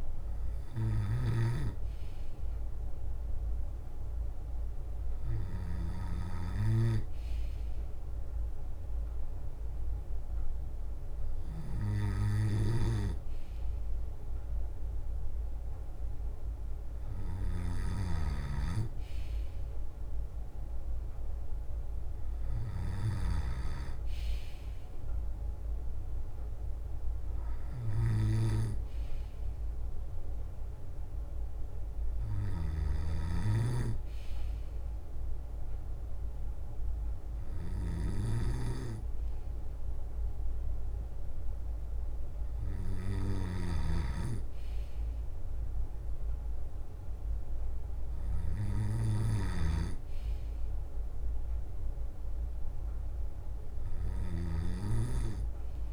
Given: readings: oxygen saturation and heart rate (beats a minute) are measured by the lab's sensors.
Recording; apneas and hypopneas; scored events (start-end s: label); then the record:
breathing in sleep by a room microphone; none
0.00-4.50 s: leg movement (device-marked)
0.00-55.93 s: bradycardia (device-marked, heart rate 37 extreme)
1.00-6.00 s: snoring (device-marked)
6.00-12.00 s: leg movement (device-marked)
7.50-25.50 s: drop in pulse transit time (device-marked, heart rate 55 before, 55 extreme)
12.50-55.93 s: snoring (device-marked)
13.50-19.00 s: leg movement (device-marked)
20.00-25.00 s: leg movement (device-marked)
25.50-30.00 s: leg movement (device-marked)
30.50-35.50 s: leg movement (device-marked)
35.50-39.50 s: leg movement (device-marked)
40.50-44.50 s: leg movement (device-marked)
40.50-55.93 s: drop in pulse transit time (device-marked, heart rate 57 before, 54 extreme)
44.50-48.00 s: leg movement (device-marked)
48.50-55.93 s: leg movement (device-marked)
From the record:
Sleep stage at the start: N2 (light sleep); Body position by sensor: on the left side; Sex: male